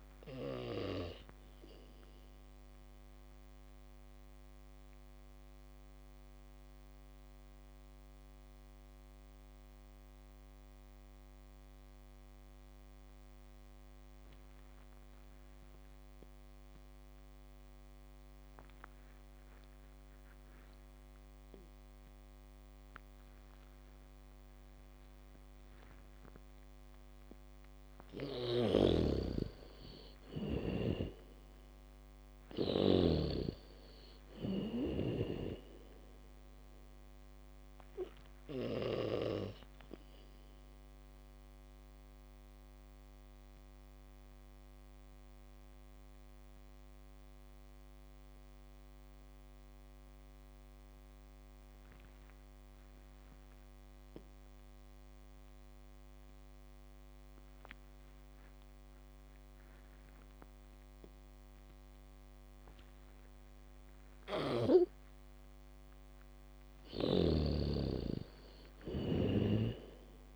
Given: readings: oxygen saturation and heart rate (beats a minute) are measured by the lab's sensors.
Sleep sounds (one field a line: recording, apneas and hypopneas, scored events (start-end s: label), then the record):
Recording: breathing in sleep by a microphone on the trachea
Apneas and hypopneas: 2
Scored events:
0.00-16.50 s: oxygen desaturation (device-marked, oxygen 86% lowest, heart rate 34 extreme)
3.50-27.50 s: mixed apnea (oxygen 99% before, 85% lowest, heart rate 54 before, 34 extreme)
28.50-36.50 s: bradycardia (device-marked, heart rate 69 before, 34 extreme)
29.00-33.50 s: snoring (device-marked)
29.50-33.50 s: arousal
29.50-54.50 s: oxygen desaturation (device-marked, oxygen 99% before, 85% lowest)
39.00-65.00 s: mixed apnea (oxygen 99% before, 85% lowest)
63.50-70.36 s: bradycardia (device-marked)
66.50-70.36 s: arousal
67.50-70.36 s: oxygen desaturation (device-marked, oxygen 99% before, 85% lowest)
From the record:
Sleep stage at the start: N2 (light sleep)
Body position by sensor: on the back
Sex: female